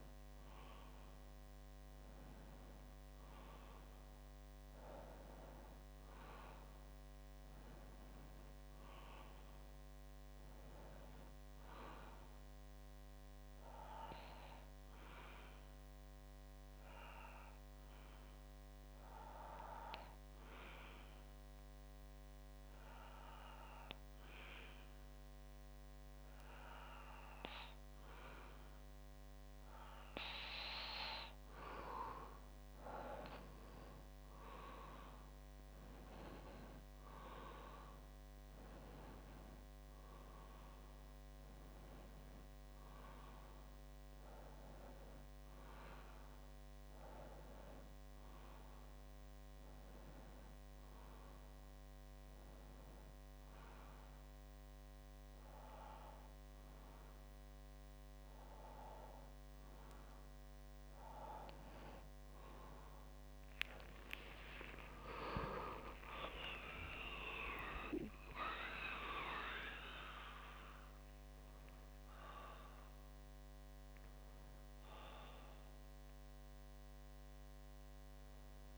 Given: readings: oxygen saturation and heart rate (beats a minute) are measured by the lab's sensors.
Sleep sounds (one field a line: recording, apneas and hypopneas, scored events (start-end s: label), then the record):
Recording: breathing in sleep by a microphone on the trachea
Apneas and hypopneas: 2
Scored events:
12.00-29.50 s: obstructive apnea (oxygen 95% before, 93% lowest, heart rate 65 before, 59 extreme, up 5 after)
23.00-28.00 s: bradycardia (device-marked, heart rate 64 before, 59 extreme)
33.00-37.00 s: arousal
50.00-61.00 s: obstructive apnea (oxygen 95% before, 93% lowest, heart rate 62 before, 61 extreme, up 14 after)
65.50-69.50 s: arousal
69.00-71.00 s: long interval between heartbeats (device-marked, heart rate 64 before, 86 extreme)
From the record:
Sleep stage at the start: N2 (light sleep)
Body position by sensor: on the back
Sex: male